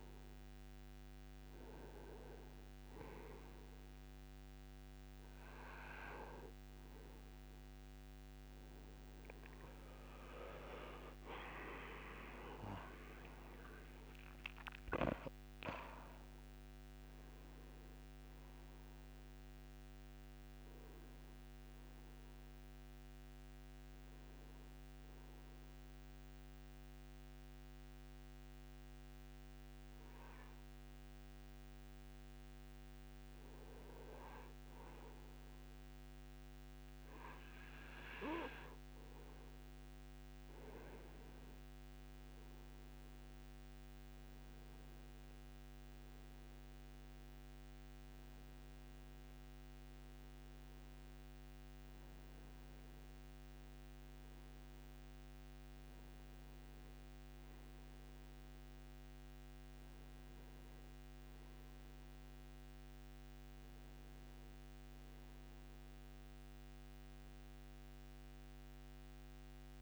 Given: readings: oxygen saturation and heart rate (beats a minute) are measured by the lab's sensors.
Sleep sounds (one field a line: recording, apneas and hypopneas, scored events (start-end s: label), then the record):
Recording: breathing in sleep by a microphone on the trachea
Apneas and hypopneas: 1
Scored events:
13.00-17.50 s: arousal
26.00-36.50 s: obstructive apnea (oxygen 93% before, 91% lowest)
40.50-44.50 s: arousal
48.50-58.50 s: oxygen desaturation (device-marked, oxygen 97% before, 91% lowest)
From the record:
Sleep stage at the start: N2 (light sleep)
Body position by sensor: on the right side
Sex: male